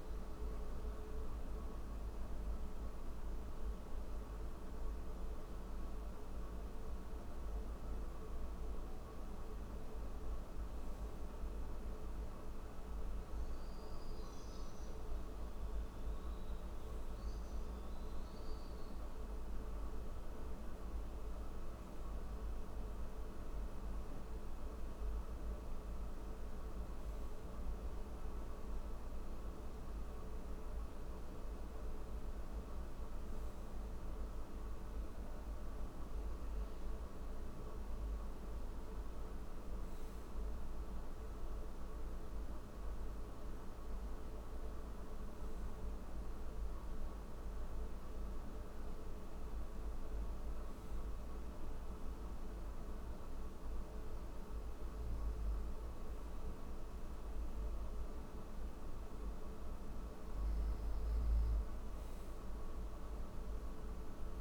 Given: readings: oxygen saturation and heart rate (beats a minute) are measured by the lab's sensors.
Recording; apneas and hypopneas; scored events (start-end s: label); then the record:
breathing in sleep, hard to hear, by a room microphone; none
none scored
From the record:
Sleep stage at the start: N3 (deep sleep); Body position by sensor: on the right side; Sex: male